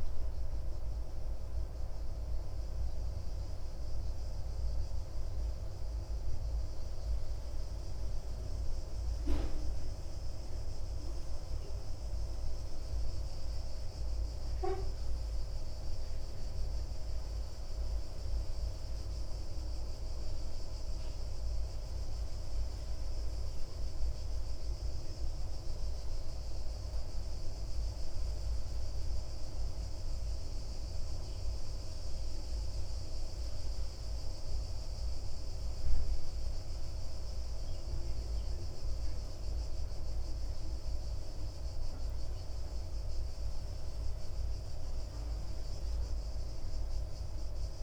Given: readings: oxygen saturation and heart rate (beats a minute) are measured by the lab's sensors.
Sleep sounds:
breathing in sleep, hard to hear, by a room microphone; none
none scored
From the record:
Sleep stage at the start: N1 (lightest sleep); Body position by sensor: on the left side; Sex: male

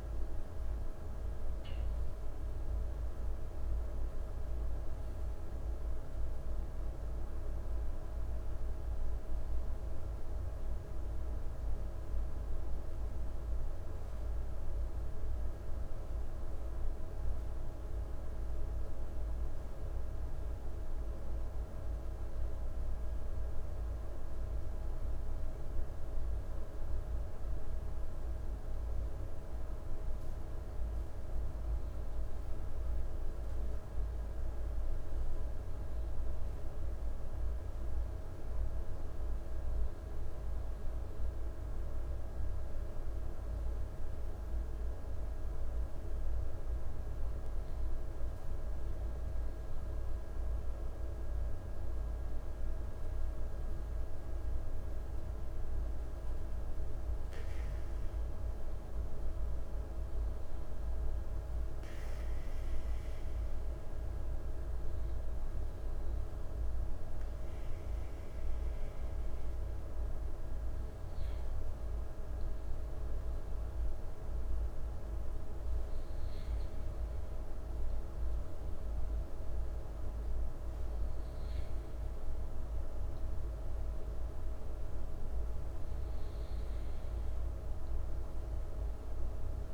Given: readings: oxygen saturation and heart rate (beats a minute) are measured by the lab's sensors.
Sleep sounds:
breathing in sleep, hard to hear, by a room microphone; 2
13.50-30.50 s: mixed apnea (oxygen 97% before, 94% lowest, heart rate 60 before, 57 extreme, up 3 after)
32.50-37.00 s: arousal
55.50-71.50 s: hypopnea (oxygen 96% before, 95% lowest, heart rate 59 before, 57 extreme, up 2 after)
72.50-76.50 s: arousal
From the record:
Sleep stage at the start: N1 (lightest sleep); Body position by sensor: on the right side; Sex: male

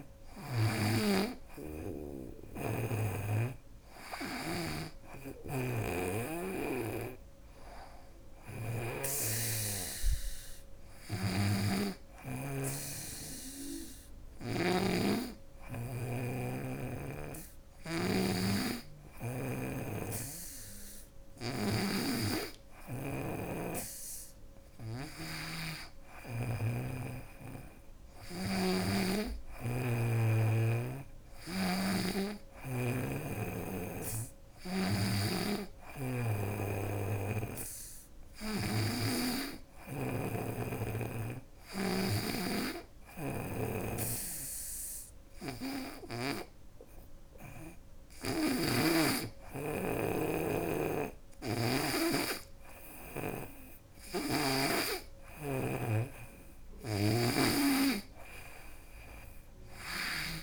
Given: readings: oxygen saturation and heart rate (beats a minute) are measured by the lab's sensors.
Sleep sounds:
breathing in sleep by a room microphone; none
4.50-8.50 s: snoring (device-marked)
10.50-14.00 s: snoring (device-marked)
21.00-28.00 s: snoring (device-marked)
35.00-39.50 s: snoring (device-marked)
41.50-48.00 s: snoring (device-marked)
50.00-54.00 s: snoring (device-marked)
56.00-60.43 s: snoring (device-marked)
From the record:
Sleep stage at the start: N2 (light sleep); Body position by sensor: on the right side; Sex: female

